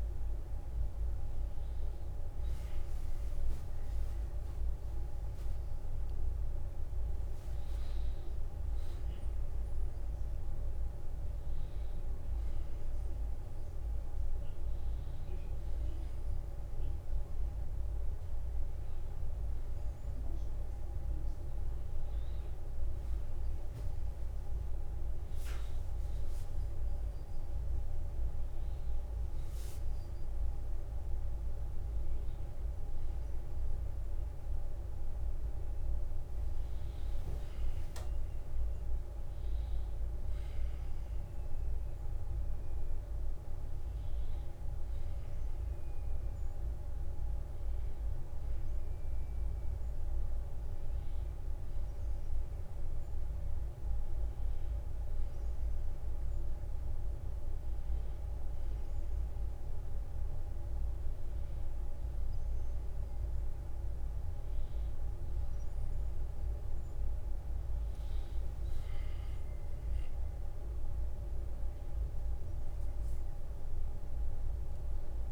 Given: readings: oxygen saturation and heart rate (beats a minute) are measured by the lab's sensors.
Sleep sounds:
a person awake in a sleep study, hard to hear, by a room microphone; none
13.50-15.50 s: long interval between heartbeats (device-marked, heart rate 60 before, 60 extreme)
60.00-62.00 s: long interval between heartbeats (device-marked, heart rate 59 before, 69 extreme)
71.00-73.00 s: long interval between heartbeats (device-marked, heart rate 60 before, 69 extreme)
From the record:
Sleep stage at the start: awake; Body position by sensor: on the back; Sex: male

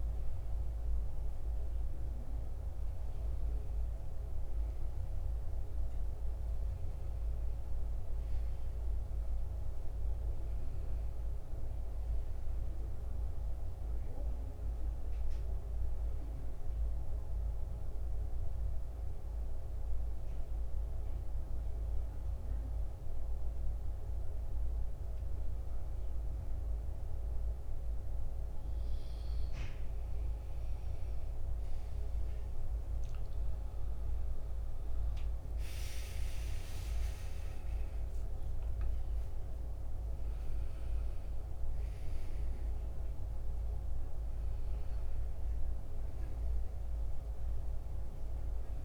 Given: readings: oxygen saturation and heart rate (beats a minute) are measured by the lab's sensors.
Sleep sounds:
breathing in sleep, hard to hear, by a room microphone; 1
0.00-5.00 s: oxygen desaturation (device-marked, oxygen 91% lowest, heart rate 74 extreme)
10.00-14.50 s: arousal
16.50-29.00 s: hypopnea (oxygen 94% before, 90% lowest, heart rate 82 before, 74 extreme, up 13 after)
30.50-36.00 s: arousal
40.00-48.84 s: oxygen desaturation (device-marked, oxygen 93% before, 90% lowest, heart rate 79 before, 77 extreme)
From the record:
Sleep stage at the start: N2 (light sleep); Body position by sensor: on the back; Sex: male

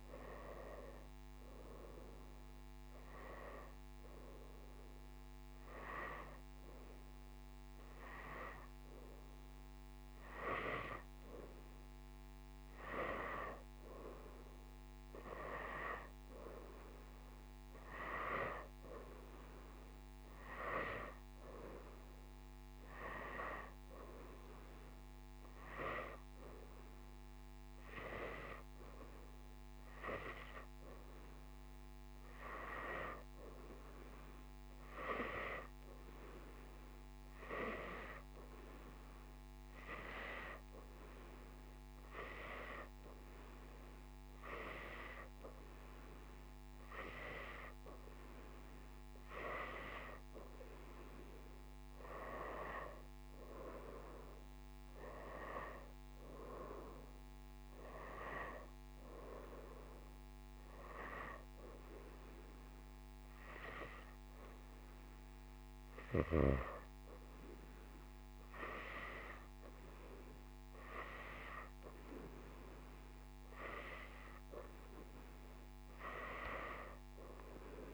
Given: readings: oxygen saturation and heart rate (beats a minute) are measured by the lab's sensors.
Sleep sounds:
breathing in sleep by a microphone on the trachea; 1
1.00-12.00 s: hypopnea (oxygen 96% before, 91% lowest, heart rate 90 before, 83 extreme, up 0 after)
6.00-26.00 s: oxygen desaturation (device-marked, oxygen 96% before, 91% lowest, heart rate 88 before, 83 extreme)
14.00-18.00 s: arousal
75.00-77.94 s: oxygen desaturation (device-marked, oxygen 96% before, 93% lowest, heart rate 85 before, 85 extreme)
From the record:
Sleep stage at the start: N2 (light sleep); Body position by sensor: upright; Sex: female

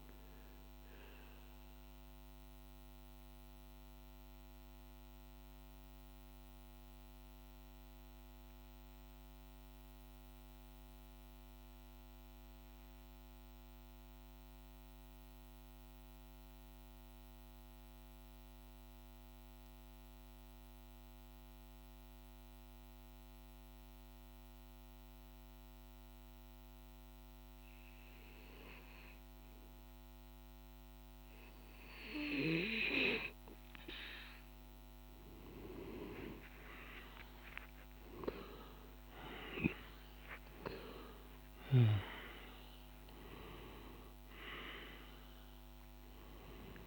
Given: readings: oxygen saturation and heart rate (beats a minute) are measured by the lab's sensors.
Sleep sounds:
breathing in sleep by a microphone on the trachea; 1
0.00-5.50 s: oxygen desaturation (device-marked, oxygen 89% lowest, heart rate 49 extreme)
2.00-30.50 s: mixed apnea (oxygen 96% before, 90% lowest, heart rate 60 before, 49 extreme, up 22 after)
23.50-46.87 s: oxygen desaturation (device-marked, oxygen 99% before, 90% lowest, heart rate 50 before, 48 extreme)
34.50-38.50 s: arousal
From the record:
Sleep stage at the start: N2 (light sleep); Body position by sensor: on the back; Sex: male

